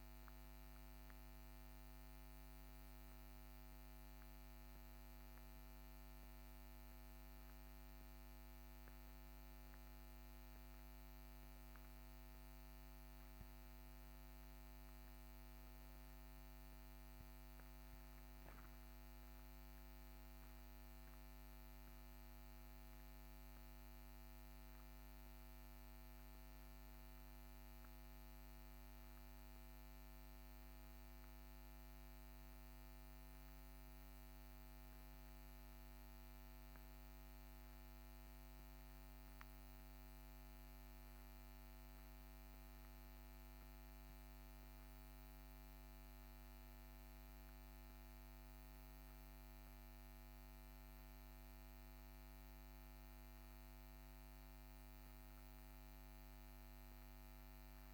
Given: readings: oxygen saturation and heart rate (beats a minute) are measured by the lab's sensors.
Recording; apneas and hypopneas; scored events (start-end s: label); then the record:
breathing in sleep, hard to hear, by a microphone on the trachea; none
none scored
From the record:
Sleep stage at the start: N1 (lightest sleep); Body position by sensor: on the back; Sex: male